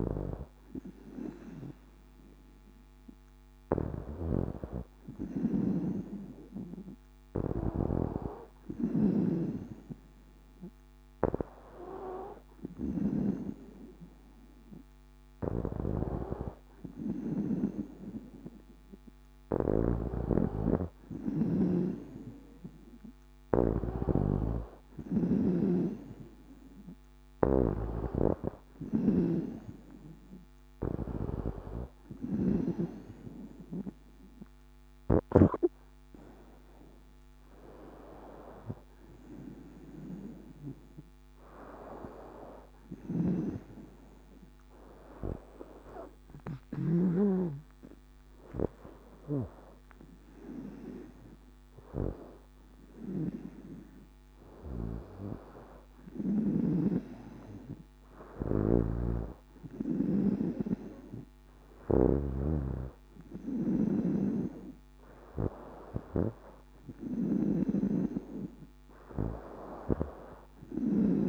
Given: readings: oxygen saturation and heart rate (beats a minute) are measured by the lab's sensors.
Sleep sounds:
breathing in sleep by a microphone on the trachea; none
0.00-1.50 s: oxygen desaturation (device-marked, oxygen 93% lowest, heart rate 60 extreme)
3.50-32.50 s: snoring (device-marked)
42.50-46.50 s: snoring (device-marked)
46.00-51.00 s: arousal
58.50-71.00 s: snoring (device-marked)
From the record:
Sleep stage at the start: N2 (light sleep); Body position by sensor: on the back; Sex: female

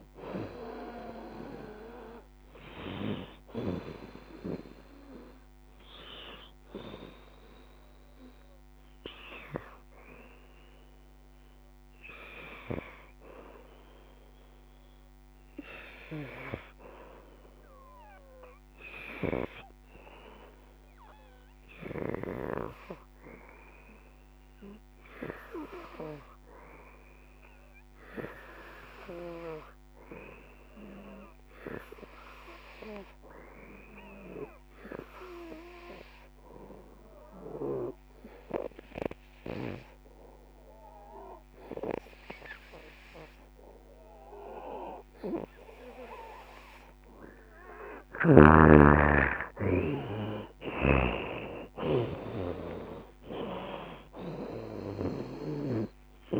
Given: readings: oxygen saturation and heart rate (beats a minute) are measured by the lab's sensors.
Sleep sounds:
breathing in sleep by a microphone on the trachea; 1
0.00-14.00 s: oxygen desaturation (device-marked, oxygen 82% lowest, heart rate 77 extreme)
0.50-6.00 s: leg movement (device-marked)
8.00-46.00 s: hypopnea (oxygen 86% before, 82% lowest, heart rate 85 before, 67 extreme, up 11 after)
29.00-56.40 s: oxygen desaturation (device-marked, oxygen 93% before, 82% lowest, heart rate 79 before, 49 extreme)
48.00-52.00 s: arousal
49.00-56.40 s: drop in pulse transit time (device-marked, heart rate 77 before, 75 extreme)
50.50-52.50 s: long interval between heartbeats (device-marked, heart rate 77 before, 81 extreme)
From the record:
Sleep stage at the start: N2 (light sleep); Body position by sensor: on the right side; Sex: female

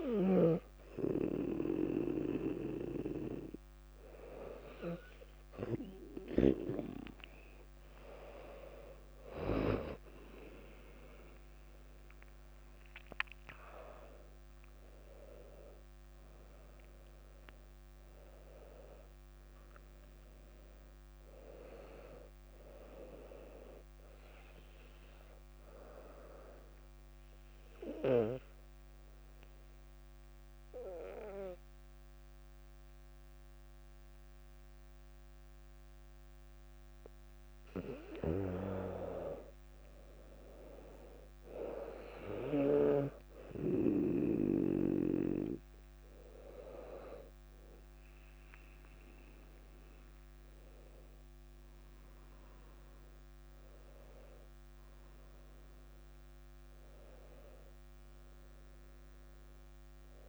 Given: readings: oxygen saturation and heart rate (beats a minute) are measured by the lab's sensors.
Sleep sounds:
breathing in sleep by a microphone on the trachea; 1
8.00-14.00 s: arousal
27.00-38.00 s: obstructive apnea (oxygen 98% before, 95% lowest, heart rate 63 before, 59 extreme, up 2 after)
48.00-59.00 s: oxygen desaturation (device-marked, oxygen 100% before, 96% lowest, heart rate 59 before, 59 extreme)
49.00-54.50 s: arousal
From the record:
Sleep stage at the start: N2 (light sleep); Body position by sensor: on the back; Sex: female

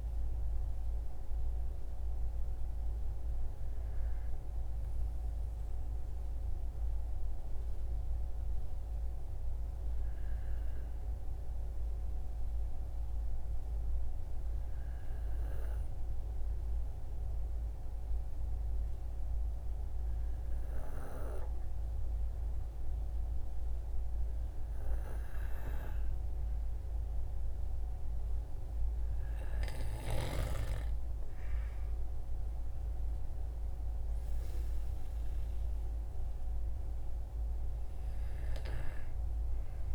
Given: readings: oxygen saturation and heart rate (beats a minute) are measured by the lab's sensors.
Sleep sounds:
breathing in sleep by a room microphone; 1
13.50-29.50 s: obstructive apnea (oxygen 96% before, 92% lowest, heart rate 58 before, 57 extreme, up 9 after)
32.50-35.50 s: arousal
From the record:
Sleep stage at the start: N2 (light sleep); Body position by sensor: on the right side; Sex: male

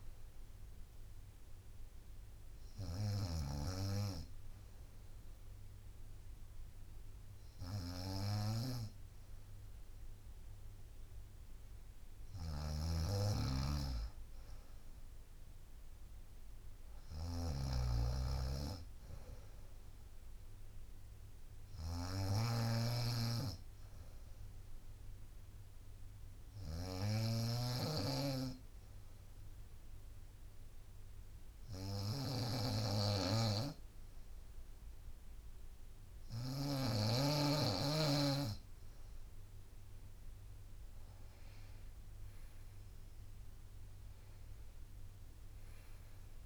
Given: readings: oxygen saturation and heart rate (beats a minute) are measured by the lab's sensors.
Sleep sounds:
breathing in sleep by a room microphone; 2
0.00-37.00 s: snoring (device-marked)
2.00-14.00 s: hypopnea (oxygen 95% before, 92% lowest, heart rate 80 before, 63 extreme, up 11 after)
3.50-5.50 s: long interval between heartbeats (device-marked, heart rate 79 before, 71 extreme)
13.00-15.00 s: long interval between heartbeats (device-marked, heart rate 71 before, 75 extreme)
14.50-19.00 s: arousal
24.00-38.00 s: hypopnea (oxygen 95% before, 92% lowest, heart rate 71 before, 63 extreme, up 3 after)
40.00-46.46 s: drop in pulse transit time (device-marked, heart rate 65 before, 66 extreme)
42.50-46.46 s: arousal
From the record:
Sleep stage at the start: N2 (light sleep); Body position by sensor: on the right side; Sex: female

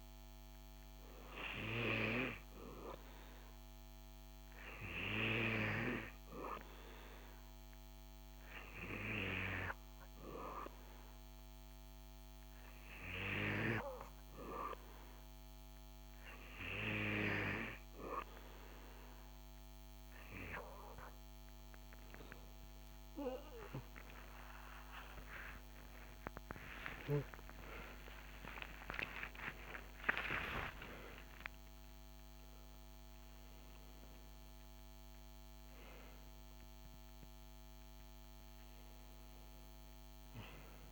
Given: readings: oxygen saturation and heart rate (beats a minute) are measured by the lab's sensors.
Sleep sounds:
a person awake in a sleep study, by a microphone on the trachea; none
7.00-40.92 s: new sleep stage, awake
From the record:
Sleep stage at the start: N3 (deep sleep); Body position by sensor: on the back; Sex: male

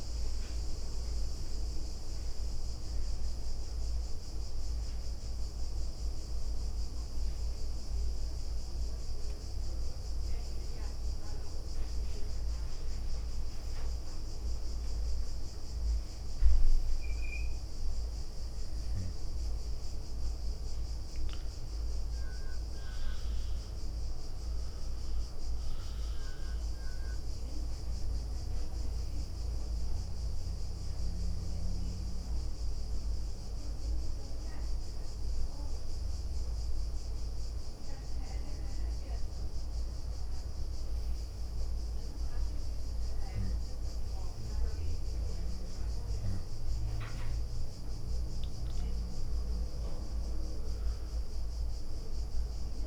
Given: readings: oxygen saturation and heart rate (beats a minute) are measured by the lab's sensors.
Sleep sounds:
breathing in sleep, hard to hear, by a room microphone; none
27.50-32.00 s: leg movement (device-marked)
33.00-37.50 s: leg movement (device-marked)
49.00-52.87 s: arousal
From the record:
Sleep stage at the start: N2 (light sleep); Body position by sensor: on the right side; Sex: female

